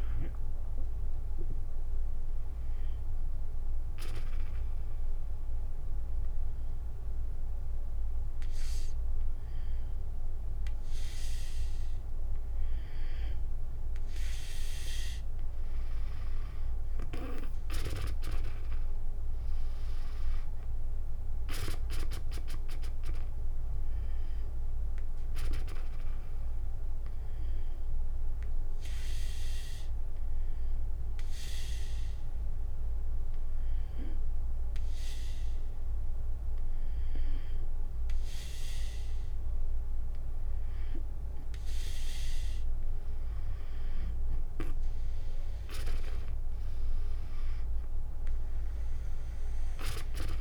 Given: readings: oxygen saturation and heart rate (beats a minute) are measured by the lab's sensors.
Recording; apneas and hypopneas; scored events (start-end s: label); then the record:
breathing in sleep by a room microphone; 2
0.00-7.50 s: drop in pulse transit time (device-marked, heart rate 65 extreme)
4.50-15.50 s: hypopnea (oxygen 96% before, 93% lowest, heart rate 69 before, 63 extreme, up 17 after)
16.00-20.00 s: arousal
27.00-38.50 s: obstructive apnea (oxygen 97% before, 93% lowest, heart rate 70 before, 65 extreme, up 6 after)
45.50-50.41 s: oxygen desaturation (device-marked, oxygen 97% before, 93% lowest, heart rate 69 before, 65 extreme)
46.00-50.00 s: arousal
From the record:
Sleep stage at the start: N2 (light sleep); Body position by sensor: on the back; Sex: female